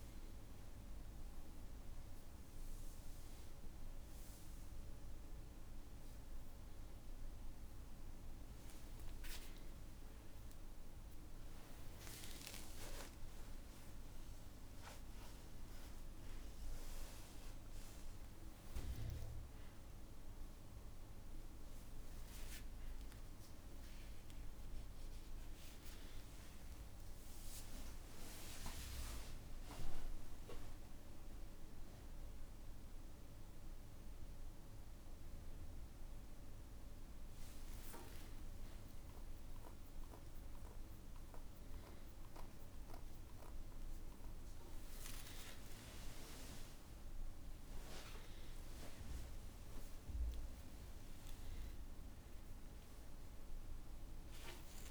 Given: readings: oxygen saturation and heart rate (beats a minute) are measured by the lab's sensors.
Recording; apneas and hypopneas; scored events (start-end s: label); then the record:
a person awake in a sleep study, by a room microphone; none
10.50-12.50 s: long interval between heartbeats (device-marked, heart rate 64 before, 82 extreme)
22.00-24.00 s: long interval between heartbeats (device-marked, heart rate 70 before, 74 extreme)
25.00-27.00 s: long interval between heartbeats (device-marked, heart rate 72 before, 82 extreme)
37.00-44.00 s: tachycardia (device-marked, heart rate 79 before, 140 extreme)
37.50-39.50 s: long interval between heartbeats (device-marked, heart rate 71 before, 70 extreme)
41.50-43.50 s: long interval between heartbeats (device-marked, heart rate 76 before, 129 extreme)
50.00-54.91 s: tachycardia (device-marked, heart rate 81 before, 102 extreme)
52.00-54.00 s: long interval between heartbeats (device-marked, heart rate 89 before, 87 extreme)
From the record:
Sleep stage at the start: awake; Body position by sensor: on the back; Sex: male